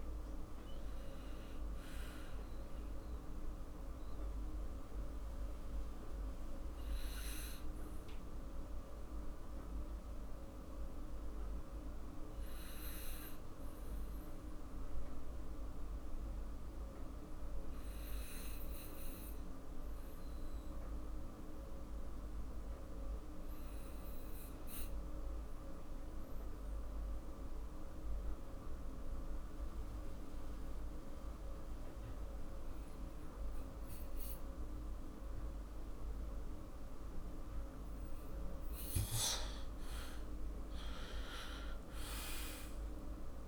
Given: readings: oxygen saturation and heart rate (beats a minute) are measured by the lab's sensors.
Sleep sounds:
breathing in sleep, hard to hear, by a room microphone; 1
0.00-27.00 s: oxygen desaturation (device-marked, oxygen 83% lowest, heart rate 46 extreme)
5.50-37.00 s: obstructive apnea (oxygen 97% before, 83% lowest, heart rate 65 before, 45 extreme, up 11 after)
41.50-43.48 s: arousal
From the record:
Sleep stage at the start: N2 (light sleep); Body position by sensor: on the back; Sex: male

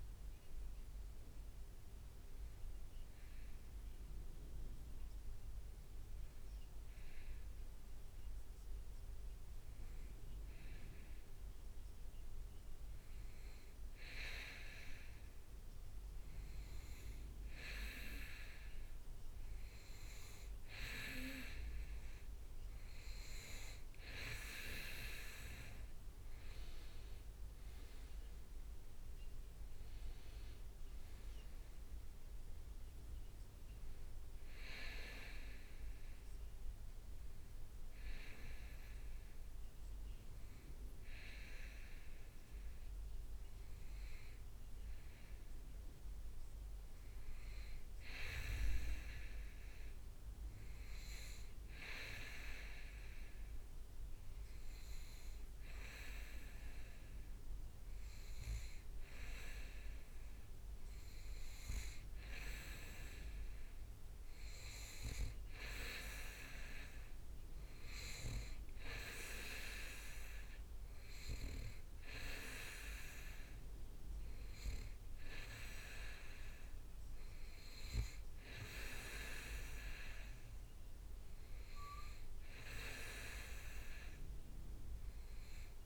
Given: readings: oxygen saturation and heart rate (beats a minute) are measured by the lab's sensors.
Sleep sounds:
breathing in sleep by a room microphone; 2
3.00-19.50 s: hypopnea (oxygen 99% before, 94% lowest, heart rate 70 before, 63 extreme, up 5 after)
26.00-31.00 s: arousal
38.50-58.00 s: hypopnea (oxygen 99% before, 94% lowest, heart rate 68 before, 64 extreme, up 4 after)
55.50-84.50 s: oxygen desaturation (device-marked, oxygen 98% before, 94% lowest, heart rate 67 before, 63 extreme)
60.50-64.50 s: arousal
From the record:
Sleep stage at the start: N2 (light sleep); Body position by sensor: on the back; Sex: male

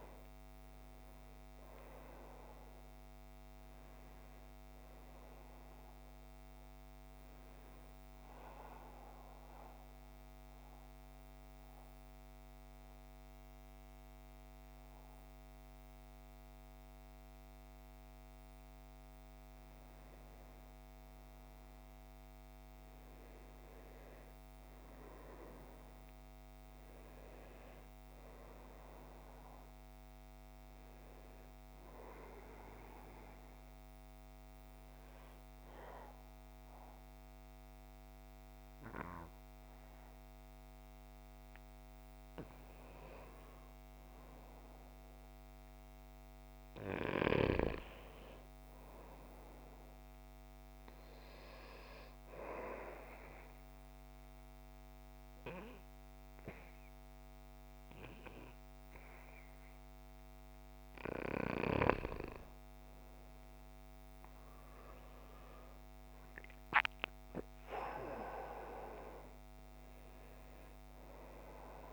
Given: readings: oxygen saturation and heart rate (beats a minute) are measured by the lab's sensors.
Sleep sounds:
breathing in sleep by a microphone on the trachea; 3
0.00-16.00 s: oxygen desaturation (device-marked, oxygen 89% lowest, heart rate 53 extreme)
8.50-18.50 s: central apnea (oxygen 97% before, 89% lowest, heart rate 62 before, 53 extreme, up 1 after)
20.50-25.00 s: arousal
32.00-42.00 s: central apnea (oxygen 96% before, 90% lowest, heart rate 55 before, 56 extreme, up 3 after)
44.00-47.00 s: arousal
52.50-62.50 s: central apnea (oxygen 96% before, 85% lowest, heart rate 58 before, 53 extreme, up 11 after)
65.50-70.00 s: arousal
From the record:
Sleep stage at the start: N2 (light sleep); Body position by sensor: on the back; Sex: male

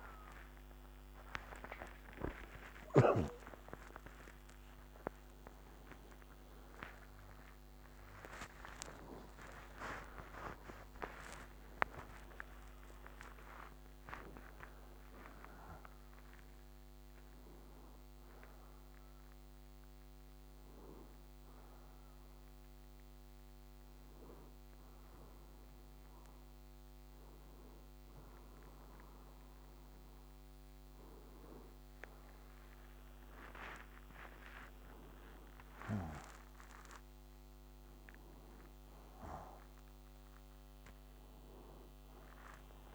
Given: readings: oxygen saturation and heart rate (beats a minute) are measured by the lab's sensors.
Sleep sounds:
a person awake in a sleep study, by a microphone on the trachea; none
none scored
From the record:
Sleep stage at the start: awake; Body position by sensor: on the right side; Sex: male

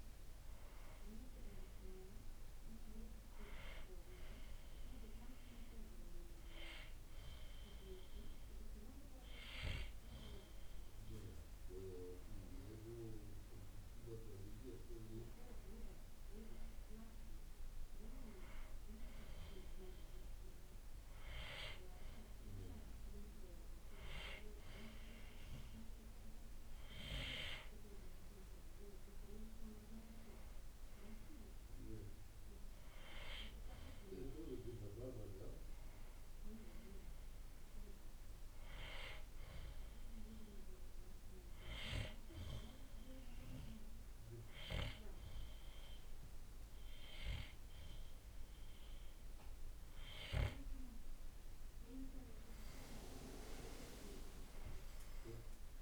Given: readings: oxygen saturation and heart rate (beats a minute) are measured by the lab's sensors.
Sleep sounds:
breathing in sleep by a room microphone; 2
2.50-13.00 s: obstructive apnea (oxygen 95% before, 89% lowest, heart rate 63 before, 57 extreme, up 11 after)
15.50-18.50 s: arousal
41.00-51.50 s: obstructive apnea (oxygen 95% before, 89% lowest, heart rate 61 before, 59 extreme, up 17 after)
54.00-55.82 s: arousal
From the record:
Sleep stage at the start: N2 (light sleep); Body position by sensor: on the right side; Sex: male

